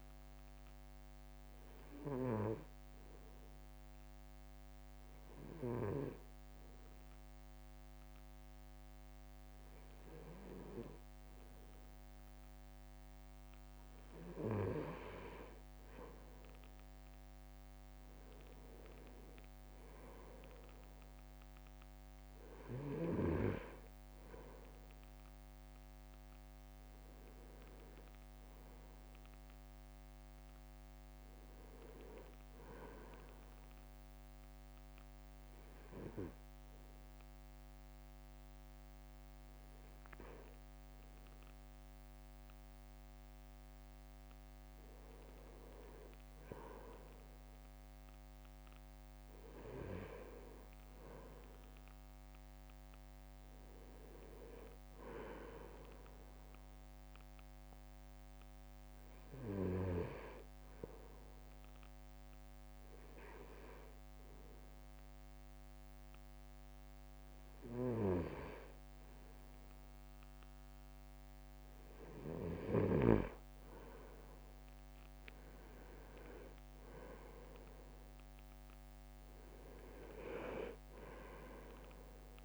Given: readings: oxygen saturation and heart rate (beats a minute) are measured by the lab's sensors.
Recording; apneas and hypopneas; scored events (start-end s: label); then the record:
breathing in sleep by a microphone on the trachea; 3
3.00-15.50 s: obstructive apnea (oxygen 99% before, 96% lowest, heart rate 57 before, 53 extreme, up 3 after)
17.00-20.50 s: arousal
35.50-46.00 s: hypopnea (oxygen 98% before, 96% lowest, heart rate 56 before, 53 extreme, up 4 after)
49.50-53.50 s: arousal
52.00-54.00 s: leg movement (device-marked)
60.00-71.00 s: hypopnea (oxygen 98% before, 96% lowest, heart rate 57 before, 54 extreme, up 4 after)
74.00-76.00 s: leg movement (device-marked)
75.00-80.00 s: arousal
77.00-82.45 s: drop in pulse transit time (device-marked, heart rate 55 before, 54 extreme)
From the record:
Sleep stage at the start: N2 (light sleep); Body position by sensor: on the right side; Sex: male